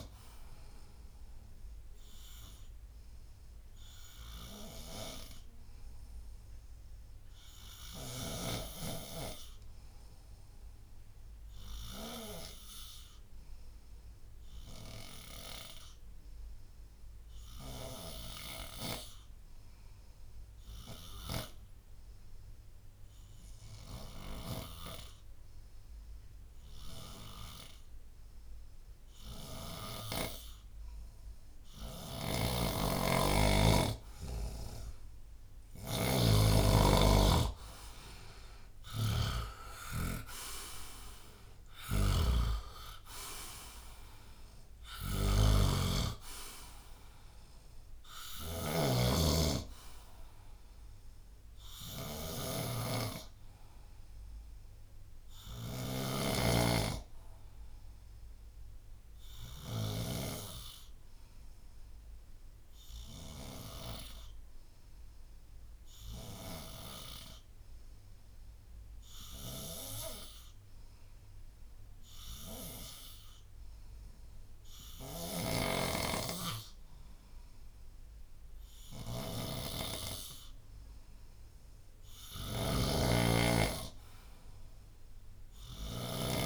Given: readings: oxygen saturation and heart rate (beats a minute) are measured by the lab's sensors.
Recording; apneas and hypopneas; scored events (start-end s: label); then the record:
breathing in sleep by a room microphone; 2
11.50-30.50 s: obstructive apnea (oxygen 98% before, 89% lowest, heart rate 76 before, 72 extreme, up 9 after)
32.00-40.00 s: snoring (device-marked)
37.50-41.00 s: arousal
42.00-60.00 s: snoring (device-marked)
43.00-67.00 s: oxygen desaturation (device-marked, oxygen 96% before, 89% lowest, heart rate 86 before, 69 extreme)
59.50-77.00 s: obstructive apnea (oxygen 96% before, 89% lowest, heart rate 83 before, 69 extreme, up 4 after)
75.00-86.46 s: snoring (device-marked)
From the record:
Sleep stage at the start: N2 (light sleep); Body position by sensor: on the back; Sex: male